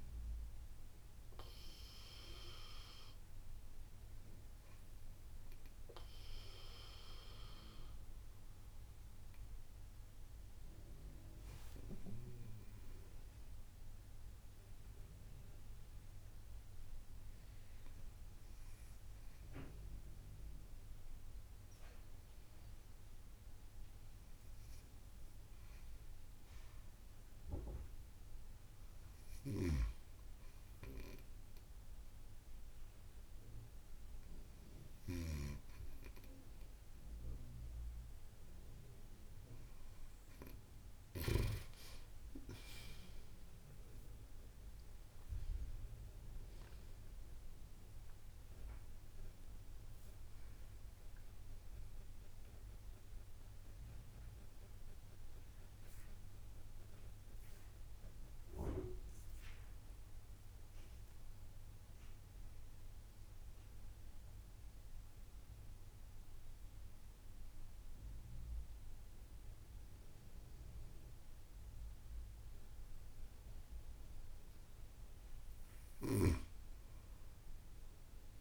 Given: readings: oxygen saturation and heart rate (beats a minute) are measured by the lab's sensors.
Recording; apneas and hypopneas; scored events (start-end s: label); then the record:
breathing in sleep by a room microphone; 2
0.50-27.00 s: hypopnea (oxygen 96% before, 93% lowest)
29.00-41.00 s: snoring (device-marked)
29.50-34.00 s: arousal
39.50-41.50 s: long interval between heartbeats (device-marked)
47.50-49.50 s: long interval between heartbeats (device-marked, heart rate 37 before, 45 extreme)
53.50-57.50 s: arousal
55.50-57.50 s: long interval between heartbeats (device-marked)
59.00-61.00 s: long interval between heartbeats (device-marked, heart rate 30 before, 49 extreme)
60.50-74.00 s: central apnea (oxygen 95% before, 92% lowest)
61.00-63.00 s: long interval between heartbeats (device-marked, heart rate 35 before, 50 extreme)
67.00-69.00 s: long interval between heartbeats (device-marked)
73.00-75.00 s: long interval between heartbeats (device-marked, heart rate 33 before, 25 extreme)
75.50-78.41 s: snoring (device-marked)
76.00-78.41 s: arousal
From the record:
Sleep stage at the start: N2 (light sleep); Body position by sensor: on the right side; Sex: female